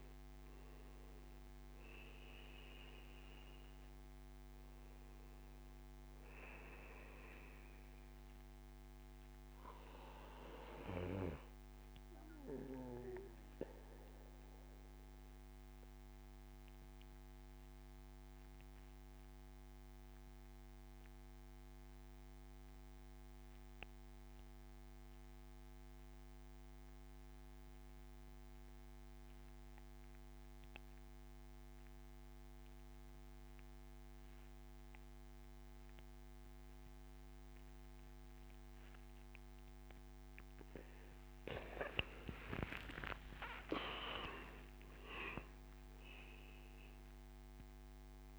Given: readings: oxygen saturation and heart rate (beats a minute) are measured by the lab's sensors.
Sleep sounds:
breathing in sleep by a microphone on the trachea; 1
0.00-18.50 s: oxygen desaturation (device-marked, oxygen 93% lowest, heart rate 66 extreme)
12.50-40.50 s: mixed apnea (oxygen 98% before, 91% lowest, heart rate 74 before, 70 extreme, up 17 after)
37.50-48.38 s: oxygen desaturation (device-marked, oxygen 98% before, 91% lowest, heart rate 73 before, 70 extreme)
42.00-45.50 s: arousal
From the record:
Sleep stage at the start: N2 (light sleep); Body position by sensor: on the back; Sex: male

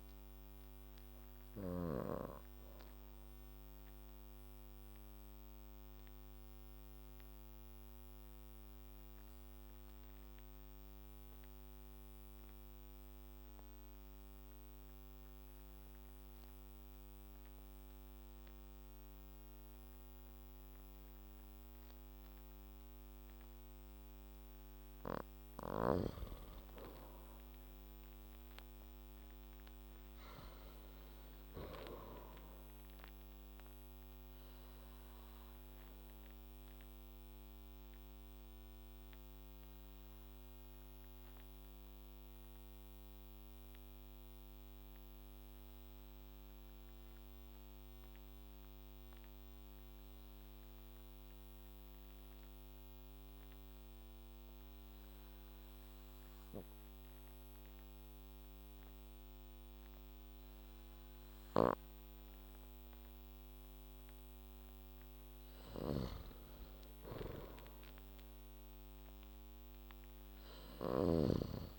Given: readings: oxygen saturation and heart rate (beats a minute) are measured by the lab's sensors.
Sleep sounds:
breathing in sleep by a microphone on the trachea; 2
0.00-23.00 s: oxygen desaturation (device-marked, oxygen 87% lowest, heart rate 52 extreme)
5.00-24.50 s: obstructive apnea (oxygen 98% before, 87% lowest, heart rate 62 before, 52 extreme, up 4 after)
26.50-30.00 s: arousal
33.50-64.00 s: obstructive apnea (oxygen 99% before, 87% lowest, heart rate 60 before, 52 extreme, up 5 after)
44.00-59.00 s: oxygen desaturation (device-marked, oxygen 96% before, 87% lowest, heart rate 60 before, 55 extreme)
67.00-71.00 s: arousal
From the record:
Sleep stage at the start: N2 (light sleep); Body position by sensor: on the back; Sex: male

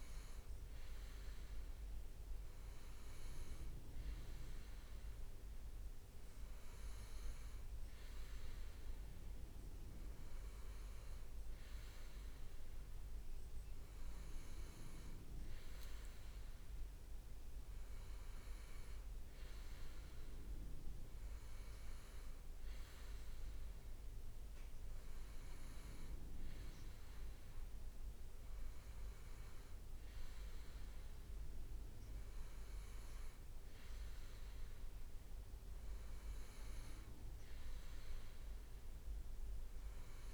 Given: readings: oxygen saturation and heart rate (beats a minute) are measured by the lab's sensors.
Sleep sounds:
breathing in sleep, hard to hear, by a room microphone; none
none scored
From the record:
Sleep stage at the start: N2 (light sleep); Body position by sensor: on the right side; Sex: male

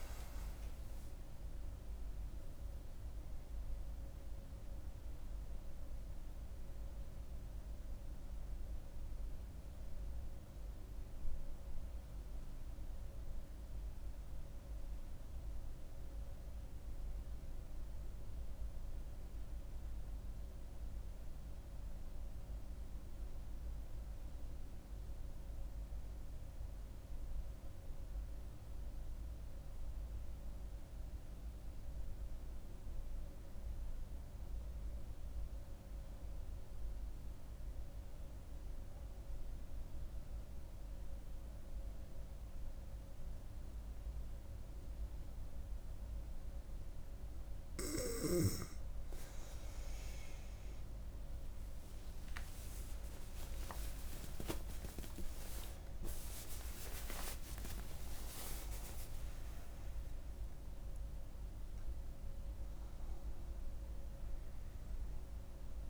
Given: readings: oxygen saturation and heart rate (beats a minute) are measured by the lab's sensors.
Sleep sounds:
breathing in sleep by a room microphone; 1
0.00-9.50 s: oxygen desaturation (device-marked, oxygen 91% lowest, heart rate 65 extreme)
14.00-47.00 s: mixed apnea (oxygen 97% before, 91% lowest, heart rate 76 before, 65 extreme, up 17 after)
42.50-65.90 s: oxygen desaturation (device-marked, oxygen 98% before, 91% lowest, heart rate 68 before, 66 extreme)
51.50-65.90 s: new sleep stage, awake
From the record:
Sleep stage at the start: N2 (light sleep); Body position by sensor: on the back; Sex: female

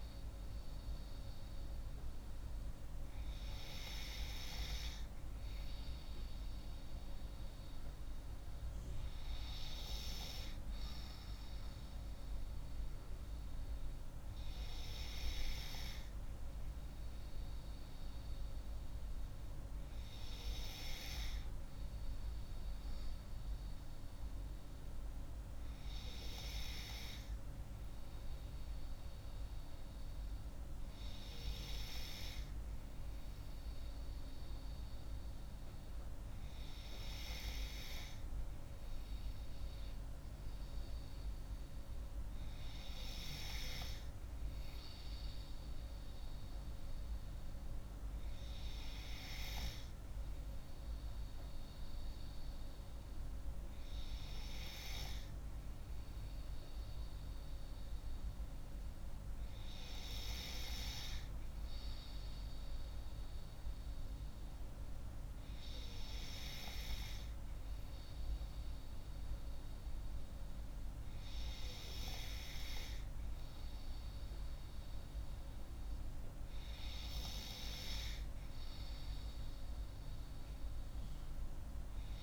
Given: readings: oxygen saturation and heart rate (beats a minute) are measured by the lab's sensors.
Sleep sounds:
breathing in sleep by a room microphone; none
none scored
From the record:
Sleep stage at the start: N2 (light sleep); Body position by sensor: on the left side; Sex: female

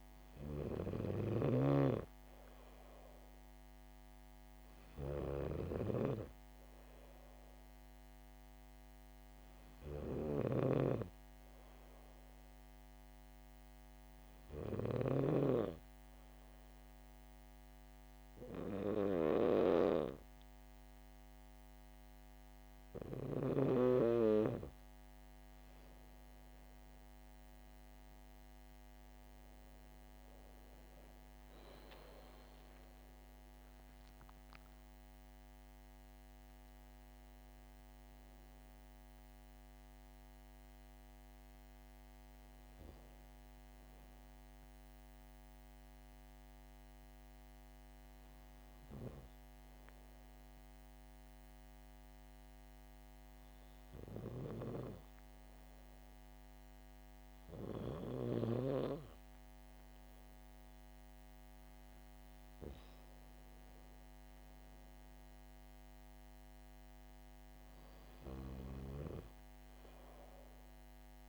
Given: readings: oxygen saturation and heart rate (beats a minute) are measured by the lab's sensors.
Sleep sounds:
breathing in sleep by a microphone on the trachea; 1
10.00-15.00 s: snoring (device-marked)
11.50-24.00 s: hypopnea (oxygen 97% before, 94% lowest, heart rate 67 before, 64 extreme, up 7 after)
26.50-31.00 s: arousal
64.50-68.00 s: arousal
From the record:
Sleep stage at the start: N2 (light sleep); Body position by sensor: on the back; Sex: female

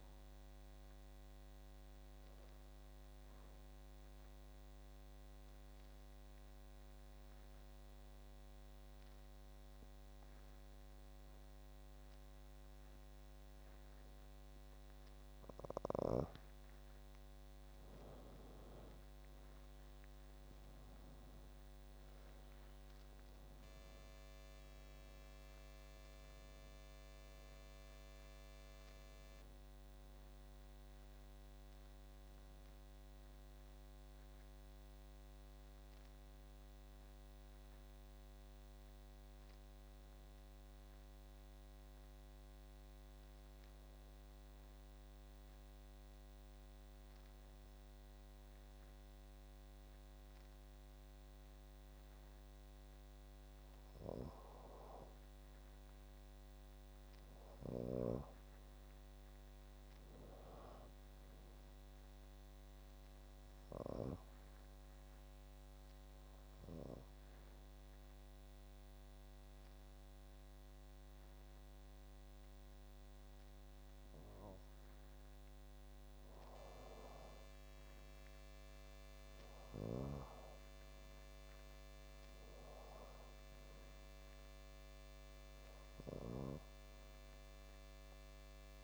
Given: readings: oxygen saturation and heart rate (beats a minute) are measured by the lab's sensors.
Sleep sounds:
breathing in sleep by a microphone on the trachea; 3
0.00-12.00 s: oxygen desaturation (device-marked, oxygen 93% lowest, heart rate 54 extreme)
4.00-16.50 s: obstructive apnea (oxygen 96% before, 91% lowest, heart rate 69 before, 54 extreme, up 23 after)
17.50-21.50 s: arousal
21.00-45.00 s: oxygen desaturation (device-marked, oxygen 97% before, 91% lowest, heart rate 63 before, 53 extreme)
45.00-55.00 s: obstructive apnea (oxygen 97% before, 93% lowest, heart rate 64 before, 53 extreme, up 12 after)
57.00-60.50 s: arousal
60.00-76.00 s: oxygen desaturation (device-marked, oxygen 98% before, 94% lowest, heart rate 57 before, 52 extreme)
67.50-77.50 s: obstructive apnea (oxygen 98% before, 90% lowest, heart rate 60 before, 52 extreme, up 12 after)
80.00-84.50 s: arousal
From the record:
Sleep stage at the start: N2 (light sleep); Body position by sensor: on the back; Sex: female

